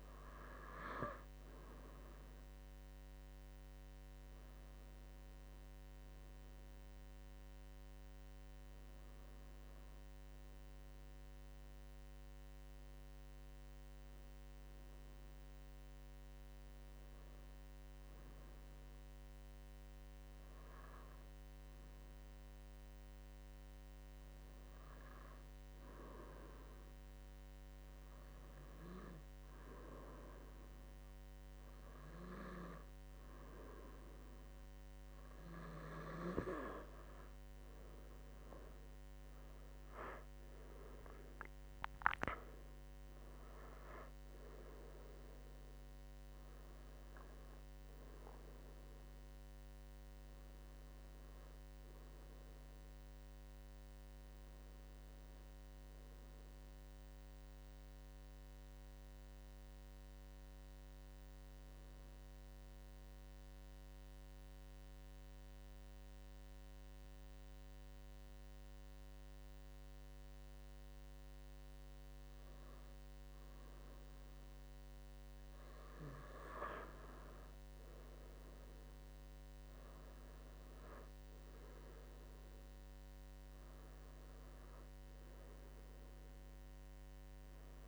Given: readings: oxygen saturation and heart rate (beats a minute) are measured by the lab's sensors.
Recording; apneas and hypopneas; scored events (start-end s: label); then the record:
breathing in sleep by a microphone on the trachea; 2
3.00-6.00 s: arousal
18.00-35.00 s: obstructive apnea (oxygen 94% before, 91% lowest, heart rate 79 before, 81 extreme, up 6 after)
39.00-43.00 s: arousal
57.00-75.50 s: mixed apnea (oxygen 95% before, 91% lowest, heart rate 88 before, 79 extreme, up 10 after)
79.50-83.00 s: arousal
81.50-87.88 s: oxygen desaturation (device-marked, oxygen 96% before, 91% lowest, heart rate 81 before, 79 extreme)
From the record:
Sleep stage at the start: N2 (light sleep); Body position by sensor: on the right side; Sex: male